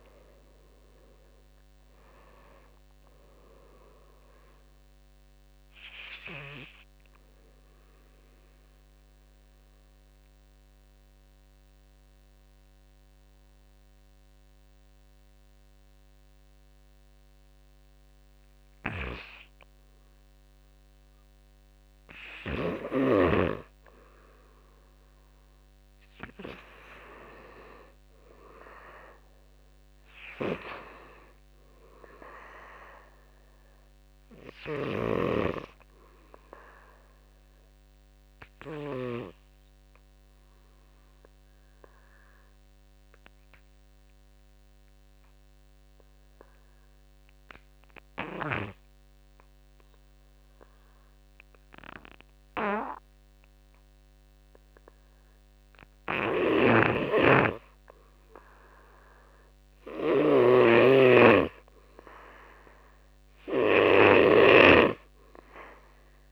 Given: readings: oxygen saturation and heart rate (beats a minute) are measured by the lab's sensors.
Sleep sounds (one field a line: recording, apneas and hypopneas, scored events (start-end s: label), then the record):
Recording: breathing in sleep by a microphone on the trachea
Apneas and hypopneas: 2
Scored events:
0.00-9.00 s: drop in pulse transit time (device-marked, heart rate 56 extreme)
1.00-19.00 s: oxygen desaturation (device-marked, oxygen 94% before, 87% lowest, heart rate 59 before, 47 extreme)
5.50-20.50 s: mixed apnea (oxygen 98% before, 87% lowest, heart rate 63 before, 47 extreme, up 9 after)
26.50-29.50 s: arousal
28.00-47.00 s: oxygen desaturation (device-marked, oxygen 98% before, 90% lowest, heart rate 52 before, 47 extreme)
36.00-55.50 s: obstructive apnea (oxygen 98% before, 83% lowest, heart rate 54 before, 49 extreme, up 7 after)
56.00-66.32 s: snoring (device-marked)
58.00-61.50 s: arousal
58.00-66.32 s: oxygen desaturation (device-marked, oxygen 97% before, 87% lowest, heart rate 52 before, 48 extreme)
From the record:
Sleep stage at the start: N2 (light sleep)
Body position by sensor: on the back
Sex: male